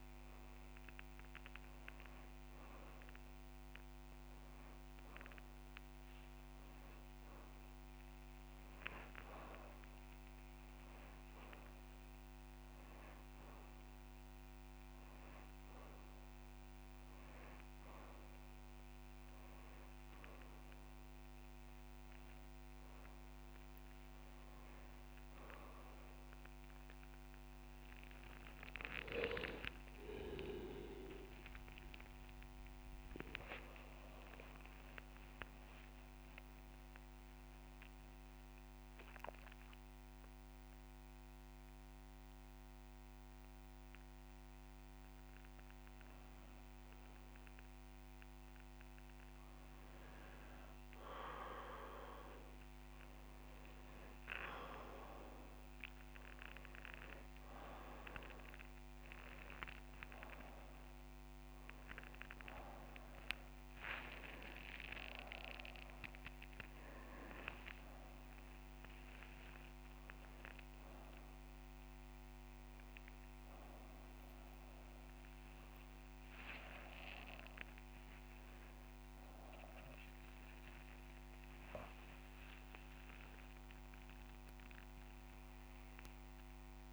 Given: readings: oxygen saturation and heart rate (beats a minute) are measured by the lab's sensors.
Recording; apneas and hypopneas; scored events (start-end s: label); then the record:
breathing in sleep by a microphone on the trachea; 1
4.50-6.50 s: long interval between heartbeats (device-marked)
13.00-15.00 s: long interval between heartbeats (device-marked)
21.00-25.50 s: arousal
25.00-27.00 s: long interval between heartbeats (device-marked)
30.00-46.00 s: mixed apnea (oxygen 98% before, 95% lowest)
38.00-47.00 s: drop in pulse transit time (device-marked)
41.00-43.00 s: long interval between heartbeats (device-marked)
54.00-59.50 s: arousal
54.50-56.50 s: long interval between heartbeats (device-marked)
72.00-74.00 s: long interval between heartbeats (device-marked)
From the record:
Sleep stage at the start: N2 (light sleep); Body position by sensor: on the back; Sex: male